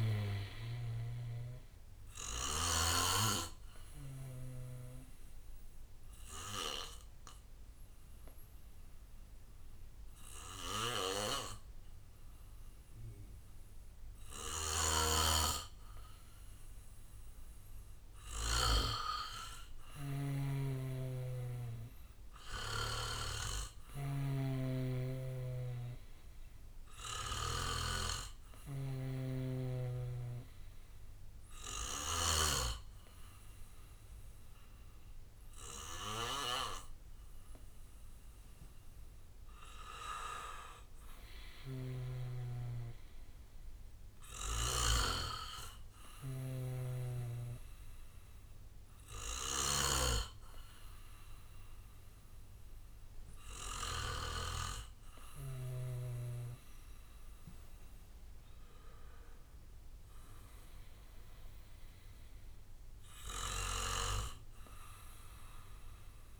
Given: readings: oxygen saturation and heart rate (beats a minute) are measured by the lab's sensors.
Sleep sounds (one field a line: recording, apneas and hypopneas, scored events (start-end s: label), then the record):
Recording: breathing in sleep by a room microphone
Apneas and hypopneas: 2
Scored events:
0.00-3.00 s: snoring (device-marked)
0.00-15.00 s: oxygen desaturation (device-marked, oxygen 97% before, 90% lowest, heart rate 62 before, 58 extreme)
4.50-18.50 s: obstructive apnea (oxygen 97% before, 90% lowest, heart rate 64 before, 58 extreme, up 10 after)
14.50-19.00 s: snoring (device-marked)
15.00-17.00 s: bradycardia (device-marked, heart rate 65 before, 65 extreme)
21.00-28.00 s: snoring (device-marked)
23.00-26.50 s: arousal
30.00-40.00 s: obstructive apnea (oxygen 98% before, 94% lowest, heart rate 64 before, 59 extreme, up 7 after)
41.00-45.00 s: arousal
41.50-45.00 s: snoring (device-marked)
45.00-47.00 s: bradycardia (device-marked, heart rate 65 before, 62 extreme)
49.50-54.50 s: snoring (device-marked)
65.00-66.40 s: bradycardia (device-marked, heart rate 65 before, 59 extreme)
From the record:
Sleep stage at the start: N2 (light sleep)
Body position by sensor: on the back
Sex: male